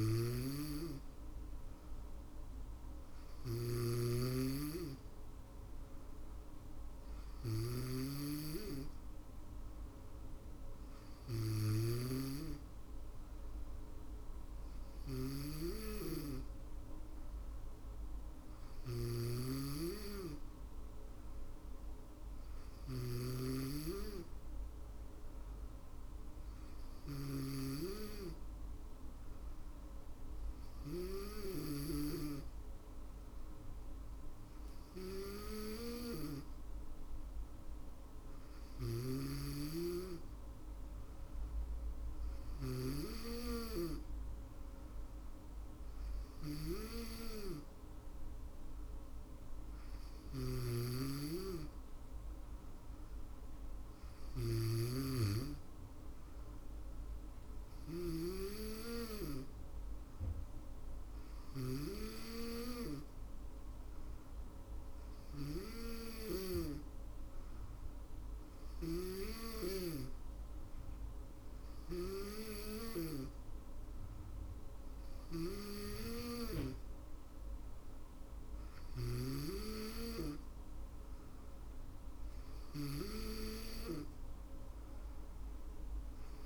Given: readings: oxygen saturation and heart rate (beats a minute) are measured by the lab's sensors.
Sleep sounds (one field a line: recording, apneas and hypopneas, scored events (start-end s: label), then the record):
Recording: breathing in sleep by a room microphone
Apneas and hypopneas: none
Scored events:
0.00-31.00 s: snoring (device-marked)
13.00-24.00 s: drop in pulse transit time (device-marked, heart rate 61 before, 57 extreme)
37.50-42.00 s: snoring (device-marked)
49.00-65.50 s: snoring (device-marked)
78.00-86.46 s: snoring (device-marked)
From the record:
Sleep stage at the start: N2 (light sleep)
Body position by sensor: on the back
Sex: female